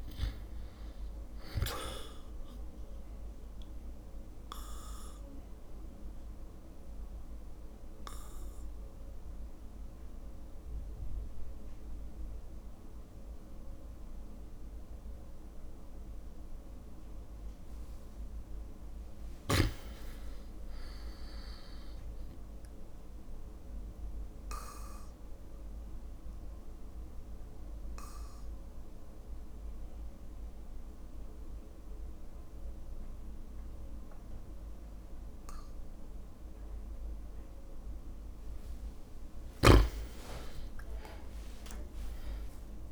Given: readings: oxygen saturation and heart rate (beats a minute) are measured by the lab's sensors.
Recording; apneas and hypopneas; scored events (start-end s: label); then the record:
breathing in sleep, hard to hear, by a room microphone; 2
0.00-2.00 s: snoring (device-marked)
3.50-17.50 s: obstructive apnea (oxygen 99% before, 95% lowest, heart rate 59 before, 58 extreme, up 3 after)
19.50-22.50 s: arousal
23.00-33.00 s: drop in pulse transit time (device-marked, heart rate 60 before, 60 extreme)
24.00-37.50 s: obstructive apnea (oxygen 99% before, 95% lowest, heart rate 60 before, 55 extreme, up 4 after)
40.00-42.92 s: arousal
From the record:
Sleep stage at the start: REM sleep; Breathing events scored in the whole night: 301 in 3.3 hours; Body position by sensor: on the back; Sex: male